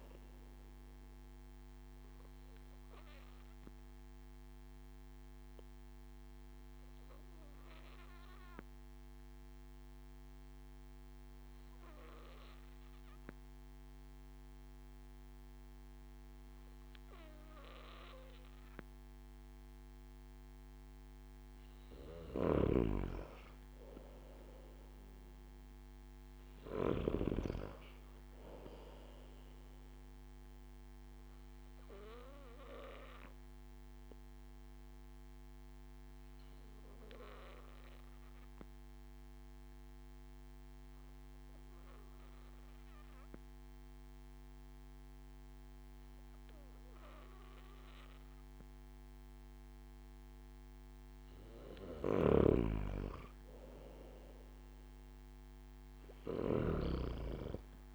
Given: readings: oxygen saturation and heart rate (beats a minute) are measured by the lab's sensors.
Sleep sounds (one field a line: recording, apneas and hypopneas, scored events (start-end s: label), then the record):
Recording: breathing in sleep by a microphone on the trachea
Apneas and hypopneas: 2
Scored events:
3.50-21.50 s: obstructive apnea (oxygen 95% before, 93% lowest)
23.50-26.00 s: arousal
31.50-51.00 s: obstructive apnea (oxygen 97% before, 93% lowest)
52.00-57.00 s: snoring (device-marked)
53.00-56.00 s: arousal
From the record:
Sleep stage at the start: N2 (light sleep)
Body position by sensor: on the back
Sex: male